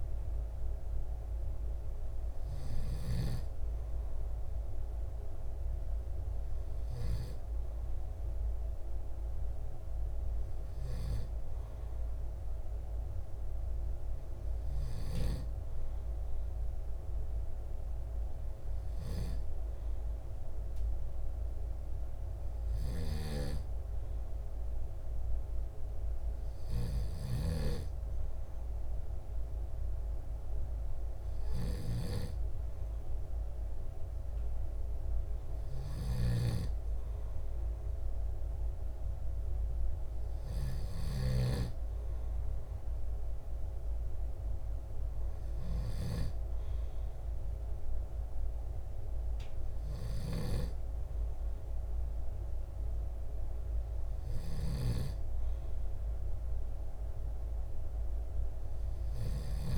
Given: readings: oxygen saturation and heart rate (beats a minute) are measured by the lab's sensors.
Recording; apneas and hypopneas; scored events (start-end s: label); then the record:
breathing in sleep by a room microphone; none
none scored
From the record:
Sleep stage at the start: N2 (light sleep); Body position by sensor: on the back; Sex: male